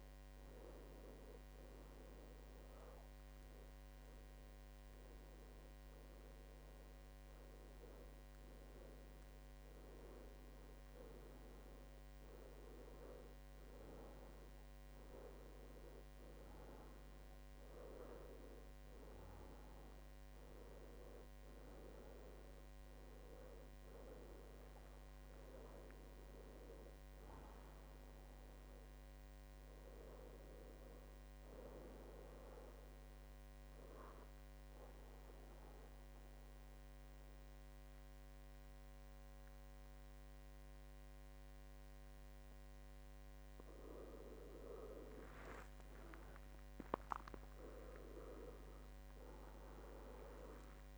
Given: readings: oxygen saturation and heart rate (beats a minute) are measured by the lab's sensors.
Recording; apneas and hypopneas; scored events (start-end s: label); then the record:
a person partly awake in a sleep study, by a microphone on the trachea; 1
8.50-50.98 s: new sleep stage, N1 (lightest sleep)
14.50-16.50 s: long interval between heartbeats (device-marked, heart rate 82 before, 82 extreme)
32.00-43.00 s: obstructive apnea (oxygen 97% before, 93% lowest, heart rate 81 before, 67 extreme, up 14 after)
45.00-49.00 s: arousal
49.50-50.98 s: oxygen desaturation (device-marked, oxygen 97% before, 93% lowest, heart rate 73 before, 71 extreme)
From the record:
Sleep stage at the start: awake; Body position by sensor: on the back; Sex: male